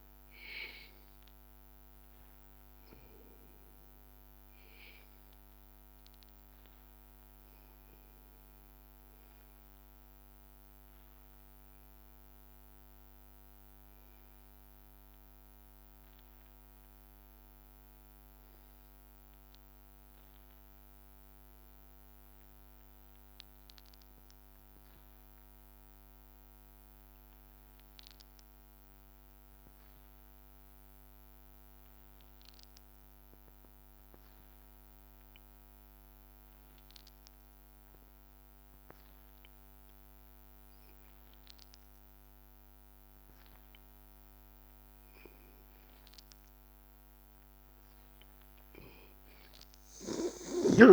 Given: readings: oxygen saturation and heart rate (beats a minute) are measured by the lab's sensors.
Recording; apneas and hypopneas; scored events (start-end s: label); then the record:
breathing in sleep, hard to hear, by a microphone on the trachea; 1
7.00-45.50 s: mixed apnea (oxygen 96% before, 92% lowest, heart rate 84 before, 78 extreme, up 3 after)
33.50-50.93 s: oxygen desaturation (device-marked, oxygen 98% before, 92% lowest, heart rate 82 before, 78 extreme)
45.50-47.50 s: long interval between heartbeats (device-marked, heart rate 82 before, 81 extreme)
47.50-50.93 s: arousal
From the record:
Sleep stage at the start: N2 (light sleep); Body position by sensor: on the back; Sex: male